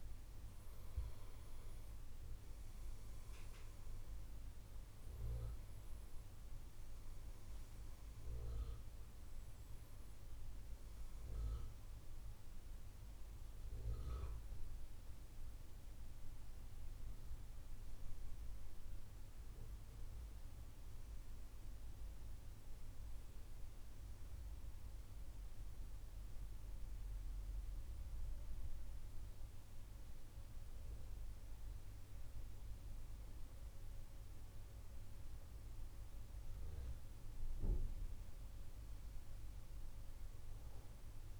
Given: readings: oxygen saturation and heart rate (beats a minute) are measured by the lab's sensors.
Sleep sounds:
breathing in sleep, hard to hear, by a room microphone; 1
0.00-17.50 s: oxygen desaturation (device-marked, oxygen 91% lowest, heart rate 68 extreme)
19.50-23.00 s: arousal
25.00-37.00 s: obstructive apnea (oxygen 97% before, 93% lowest, heart rate 71 before, 68 extreme, up 5 after)
40.00-41.39 s: arousal
From the record:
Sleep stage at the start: N2 (light sleep); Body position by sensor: on the back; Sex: male

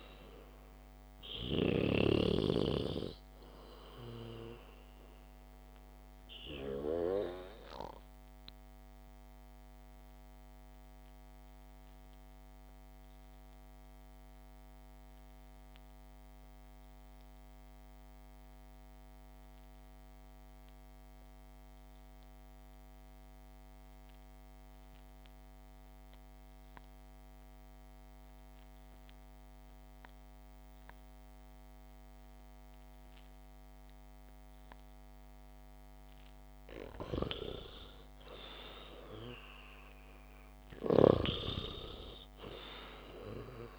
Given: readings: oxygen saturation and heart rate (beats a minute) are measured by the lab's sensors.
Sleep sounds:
breathing in sleep by a microphone on the trachea; 1
8.00-36.00 s: obstructive apnea (oxygen 98% before, 91% lowest, heart rate 68 before, 55 extreme, up 5 after)
38.00-42.00 s: arousal
From the record:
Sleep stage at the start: REM sleep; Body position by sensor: on the back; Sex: male

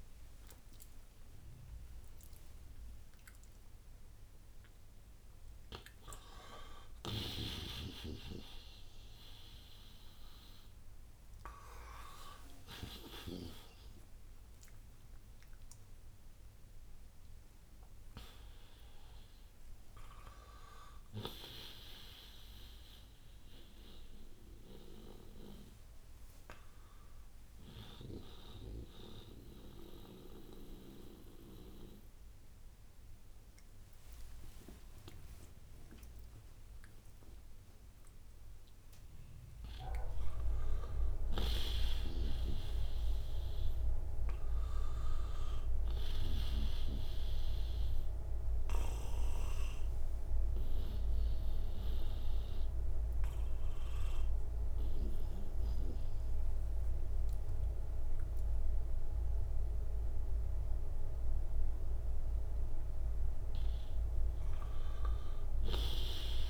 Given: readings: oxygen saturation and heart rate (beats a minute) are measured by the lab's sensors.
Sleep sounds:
a person partly awake in a sleep study, by a room microphone; 2
22.00-39.00 s: obstructive apnea (oxygen 97% before, 92% lowest, heart rate 78 before, 64 extreme, up 16 after)
25.50-55.50 s: new sleep stage, N1 (lightest sleep)
41.00-45.50 s: arousal
41.50-46.50 s: snoring (device-marked)
48.50-62.00 s: obstructive apnea (oxygen 96% before, 91% lowest, heart rate 73 before, 69 extreme, up 6 after)
52.50-66.50 s: oxygen desaturation (device-marked, oxygen 96% before, 92% lowest, heart rate 74 before, 66 extreme)
55.50-66.50 s: new sleep stage, N2 (light sleep)
From the record:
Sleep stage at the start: awake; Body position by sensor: on the right side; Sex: male

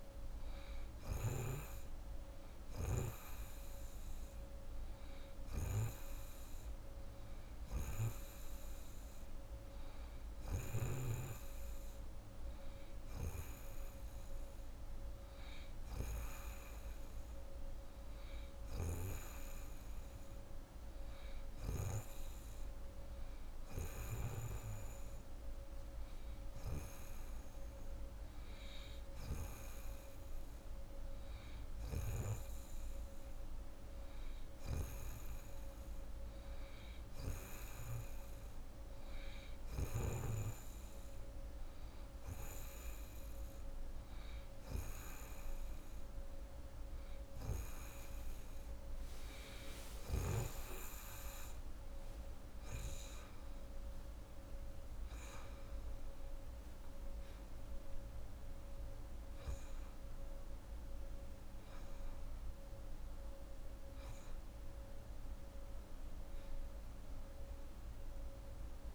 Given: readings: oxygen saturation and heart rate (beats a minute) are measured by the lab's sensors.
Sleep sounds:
breathing in sleep by a room microphone; none
0.00-1.50 s: snoring (device-marked)
From the record:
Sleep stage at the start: N2 (light sleep); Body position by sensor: on the right side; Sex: female

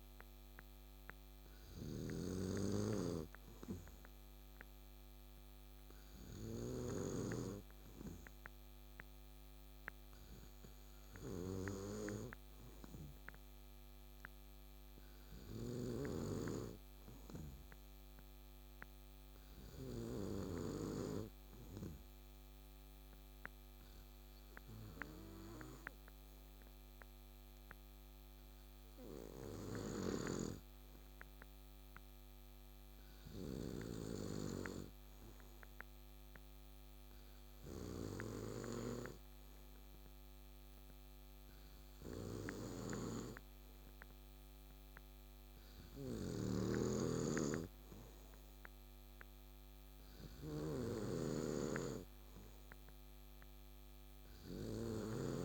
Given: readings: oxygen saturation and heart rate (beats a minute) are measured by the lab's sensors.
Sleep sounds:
breathing in sleep by a microphone on the trachea; 1
10.00-26.00 s: hypopnea (oxygen 95% before, 90% lowest, heart rate 69 before, 66 extreme, up 3 after)
29.50-32.50 s: arousal
40.00-54.00 s: oxygen desaturation (device-marked, oxygen 94% before, 91% lowest, heart rate 68 before, 70 extreme)
From the record:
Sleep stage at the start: N2 (light sleep); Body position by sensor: on the back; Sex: male

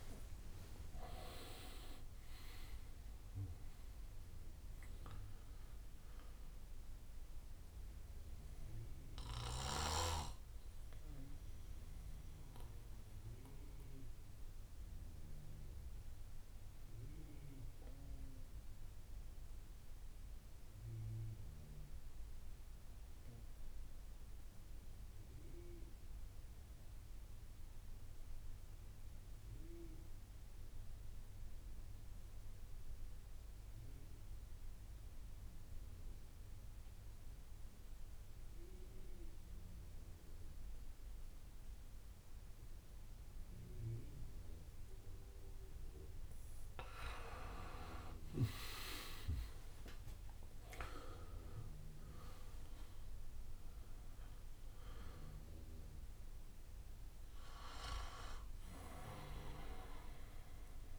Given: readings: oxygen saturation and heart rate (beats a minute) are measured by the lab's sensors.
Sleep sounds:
breathing in sleep by a room microphone; 1
0.00-4.00 s: arousal
0.00-9.00 s: drop in pulse transit time (device-marked, heart rate 65 extreme)
0.00-18.00 s: oxygen desaturation (device-marked, oxygen 86% lowest, heart rate 53 extreme)
0.50-2.50 s: long interval between heartbeats (device-marked, heart rate 61 before, 98 extreme)
1.00-3.00 s: tachycardia (device-marked, heart rate 67 before, 100 extreme)
8.00-14.00 s: bradycardia (device-marked, heart rate 67 before, 55 extreme)
10.50-45.50 s: obstructive apnea (oxygen 98% before, 86% lowest, heart rate 78 before, 52 extreme, up 22 after)
17.50-19.50 s: long interval between heartbeats (device-marked, heart rate 77 before, 62 extreme)
20.00-22.00 s: bradycardia (device-marked, heart rate 67 before, 66 extreme)
33.00-35.00 s: bradycardia (device-marked, heart rate 67 before, 61 extreme)
36.00-38.00 s: bradycardia (device-marked, heart rate 67 before, 59 extreme)
36.00-60.99 s: oxygen desaturation (device-marked, oxygen 99% before, 86% lowest, heart rate 62 before, 52 extreme)
49.00-51.00 s: long interval between heartbeats (device-marked, heart rate 61 before, 74 extreme)
49.00-53.00 s: arousal
49.00-60.00 s: drop in pulse transit time (device-marked, heart rate 61 before, 69 extreme)
58.00-60.99 s: bradycardia (device-marked, heart rate 67 before, 52 extreme)
From the record:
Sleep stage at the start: N2 (light sleep); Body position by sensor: on the back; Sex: male

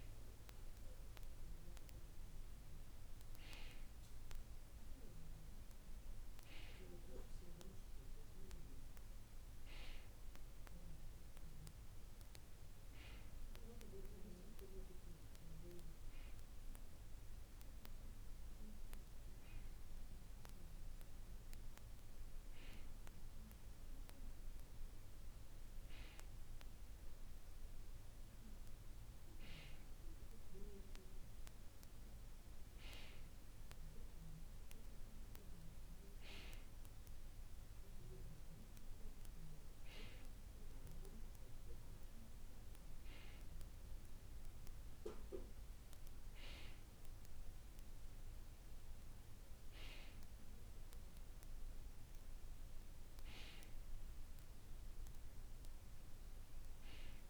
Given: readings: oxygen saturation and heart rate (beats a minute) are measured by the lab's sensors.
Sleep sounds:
breathing in sleep by a room microphone; none
none scored
From the record:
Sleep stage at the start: N2 (light sleep); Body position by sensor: on the back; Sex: male

